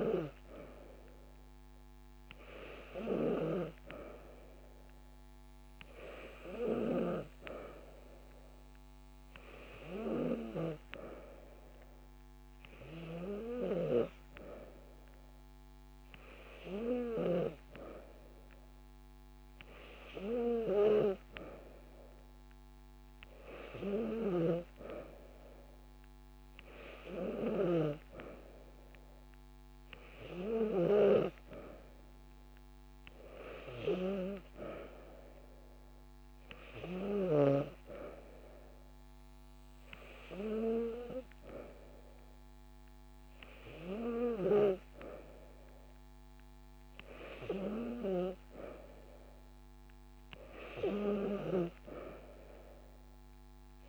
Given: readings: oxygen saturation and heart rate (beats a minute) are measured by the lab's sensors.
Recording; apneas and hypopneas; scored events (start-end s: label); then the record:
breathing in sleep by a microphone on the trachea; none
2.00-4.00 s: long interval between heartbeats (device-marked)
25.50-27.50 s: long interval between heartbeats (device-marked)
28.50-30.50 s: long interval between heartbeats (device-marked)
44.00-46.00 s: long interval between heartbeats (device-marked)
From the record:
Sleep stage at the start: N2 (light sleep); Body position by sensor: on the back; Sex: female